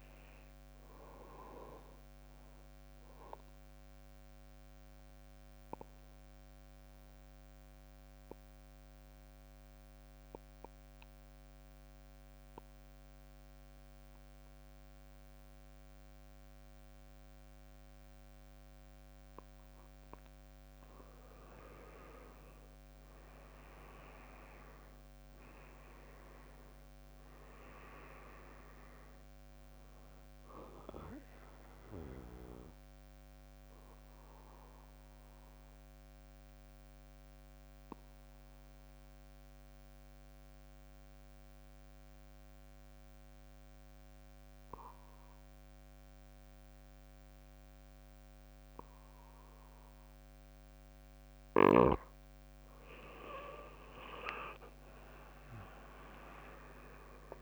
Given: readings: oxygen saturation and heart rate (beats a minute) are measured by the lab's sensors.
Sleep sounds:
breathing in sleep by a microphone on the trachea; 2
0.00-1.50 s: drop in pulse transit time (device-marked, heart rate 64 extreme)
0.00-11.50 s: oxygen desaturation (device-marked, oxygen 91% lowest, heart rate 54 extreme)
5.50-20.00 s: mixed apnea (oxygen 98% before, 91% lowest, heart rate 65 before, 54 extreme, up 12 after)
21.50-26.00 s: arousal
26.50-43.50 s: oxygen desaturation (device-marked, oxygen 97% before, 92% lowest, heart rate 59 before, 54 extreme)
32.00-51.00 s: mixed apnea (oxygen 98% before, 91% lowest, heart rate 63 before, 54 extreme, up 16 after)
54.00-55.50 s: leg movement (device-marked)
54.00-57.42 s: arousal
54.50-57.42 s: oxygen desaturation (device-marked, oxygen 98% before, 91% lowest, heart rate 58 before, 54 extreme)
55.50-57.42 s: drop in pulse transit time (device-marked, heart rate 59 before, 59 extreme)
From the record:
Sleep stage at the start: N2 (light sleep); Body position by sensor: on the back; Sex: male

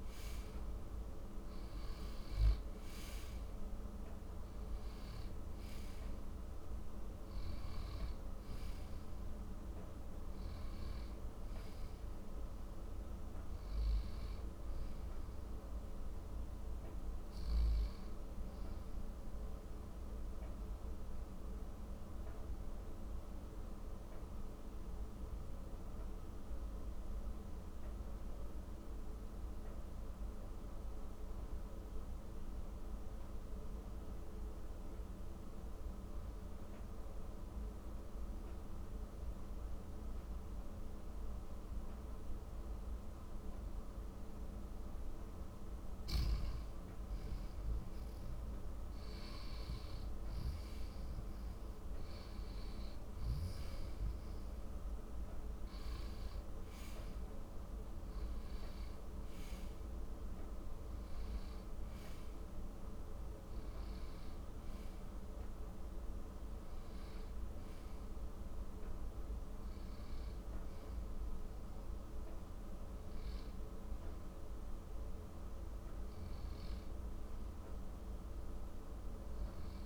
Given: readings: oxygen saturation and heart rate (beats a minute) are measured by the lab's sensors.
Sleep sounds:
breathing in sleep, hard to hear, by a room microphone; 1
0.00-25.00 s: oxygen desaturation (device-marked, oxygen 91% lowest, heart rate 48 extreme)
19.00-45.00 s: mixed apnea (oxygen 96% before, 92% lowest, heart rate 61 before, 48 extreme, up 24 after)
47.00-52.00 s: arousal
66.00-79.86 s: new sleep stage, N2 (light sleep)
From the record:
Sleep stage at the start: N1 (lightest sleep); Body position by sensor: on the back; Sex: male

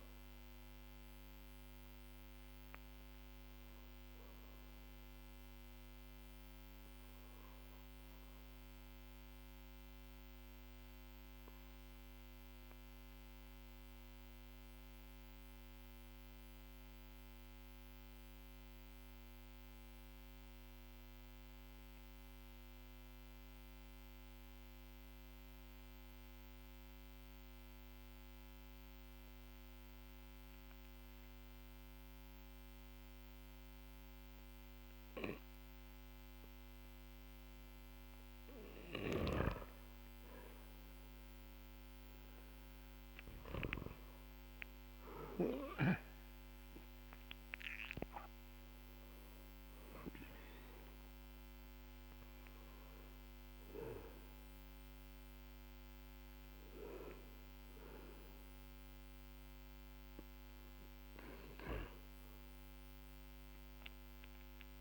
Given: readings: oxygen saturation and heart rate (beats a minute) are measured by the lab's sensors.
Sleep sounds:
breathing in sleep by a microphone on the trachea; 1
6.00-10.50 s: arousal
14.50-34.00 s: mixed apnea (oxygen 95% before, 91% lowest, heart rate 49 before, 43 extreme, up 13 after)
38.00-43.00 s: arousal
40.00-64.81 s: oxygen desaturation (device-marked, oxygen 98% before, 91% lowest, heart rate 50 before, 42 extreme)
From the record:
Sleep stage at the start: N2 (light sleep); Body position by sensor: on the back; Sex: male

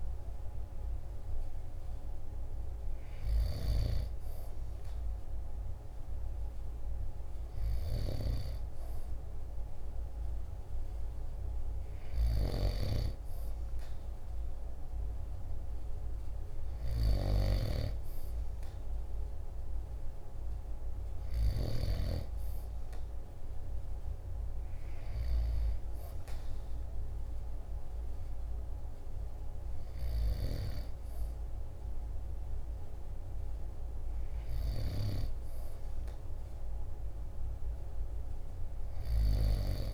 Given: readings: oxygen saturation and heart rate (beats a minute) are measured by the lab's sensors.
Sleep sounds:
breathing in sleep by a room microphone; none
none scored
From the record:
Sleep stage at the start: N2 (light sleep); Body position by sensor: on the back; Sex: male

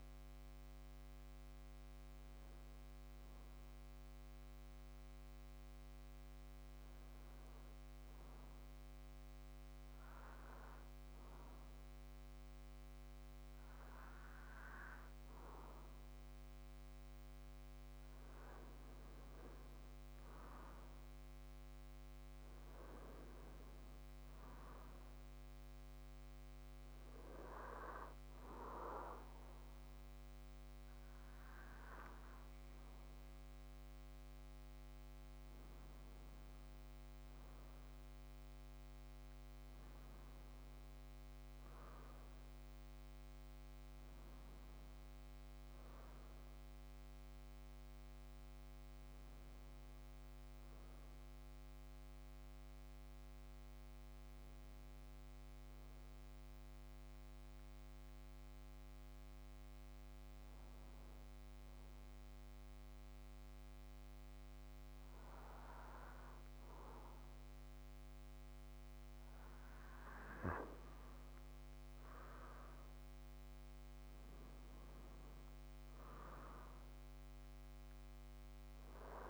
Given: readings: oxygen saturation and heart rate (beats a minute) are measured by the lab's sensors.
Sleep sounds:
breathing in sleep by a microphone on the trachea; 2
0.00-3.00 s: oxygen desaturation (device-marked, oxygen 92% lowest, heart rate 55 extreme)
4.00-18.00 s: hypopnea (oxygen 97% before, 93% lowest, heart rate 60 before, 55 extreme, up 4 after)
22.00-24.50 s: arousal
56.50-69.00 s: hypopnea (oxygen 96% before, 92% lowest, heart rate 65 before, 54 extreme, up 16 after)
71.50-75.50 s: arousal
From the record:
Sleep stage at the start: N2 (light sleep); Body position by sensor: on the back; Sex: male

